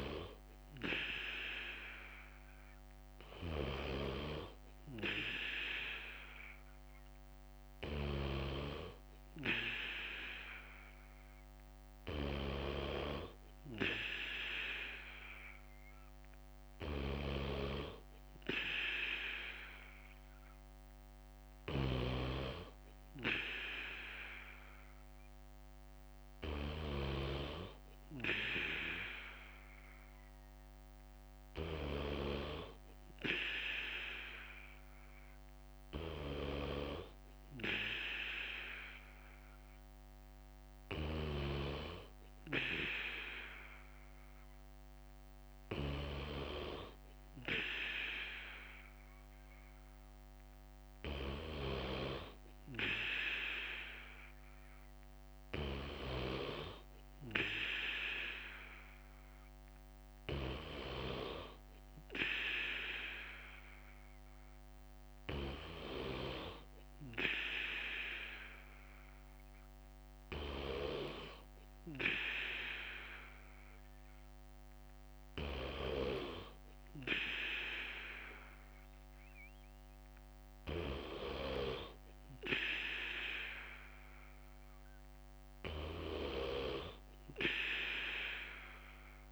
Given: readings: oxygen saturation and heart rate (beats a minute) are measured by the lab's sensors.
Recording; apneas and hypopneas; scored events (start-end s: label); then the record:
breathing in sleep by a microphone on the trachea; none
0.00-1.00 s: bradycardia (device-marked, heart rate 59 extreme)
3.00-53.00 s: bradycardia (device-marked, heart rate 59 before, 57 extreme)
55.00-78.00 s: bradycardia (device-marked, heart rate 59 before, 58 extreme)
From the record:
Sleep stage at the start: N3 (deep sleep); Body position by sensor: on the back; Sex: male